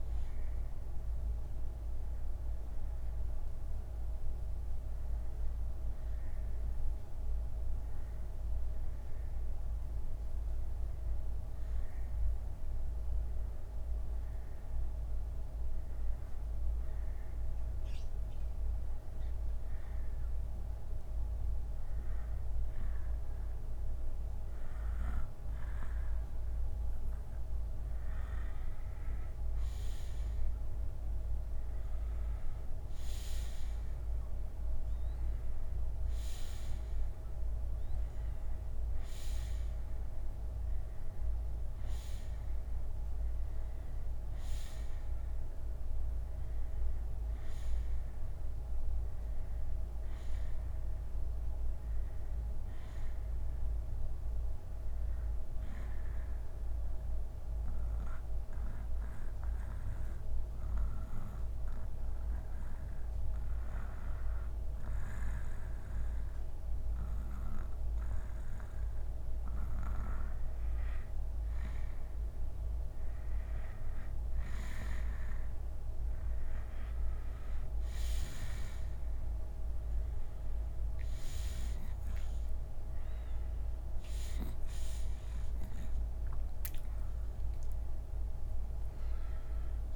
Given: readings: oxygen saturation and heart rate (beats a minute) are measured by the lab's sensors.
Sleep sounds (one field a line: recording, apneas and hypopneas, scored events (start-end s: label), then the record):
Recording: breathing in sleep, hard to hear, by a room microphone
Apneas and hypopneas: 2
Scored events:
0.00-12.50 s: bradycardia (device-marked, heart rate 49 extreme)
1.00-26.00 s: hypopnea (oxygen 93% before, 89% lowest, heart rate 70 before, 49 extreme, up 5 after)
14.50-17.50 s: bradycardia (device-marked, heart rate 68 before, 59 extreme)
18.50-25.50 s: bradycardia (device-marked, heart rate 68 before, 58 extreme)
28.50-32.50 s: arousal
33.50-50.50 s: oxygen desaturation (device-marked, oxygen 93% before, 90% lowest, heart rate 59 before, 44 extreme)
52.50-58.50 s: bradycardia (device-marked, heart rate 68 before, 44 extreme)
55.50-68.50 s: obstructive apnea (oxygen 94% before, 89% lowest, heart rate 69 before, 58 extreme, up 18 after)
67.50-69.50 s: bradycardia (device-marked, heart rate 68 before, 68 extreme)
72.50-89.96 s: oxygen desaturation (device-marked, oxygen 94% before, 89% lowest, heart rate 61 before, 52 extreme)
81.00-86.00 s: arousal
From the record:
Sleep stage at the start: N2 (light sleep)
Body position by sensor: on the back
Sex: male